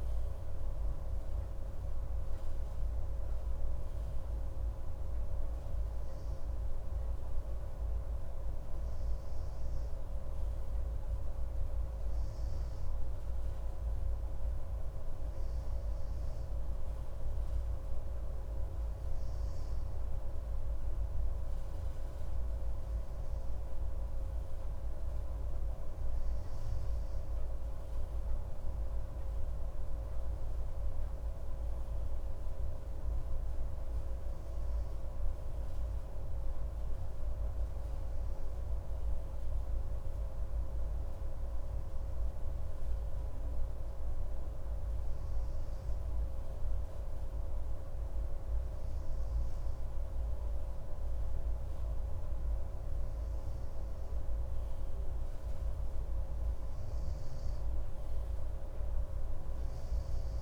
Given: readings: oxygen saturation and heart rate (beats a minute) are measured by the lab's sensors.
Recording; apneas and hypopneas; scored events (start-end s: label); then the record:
breathing in sleep, hard to hear, by a room microphone; none
none scored
From the record:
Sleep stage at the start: N2 (light sleep); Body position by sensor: on the right side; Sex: male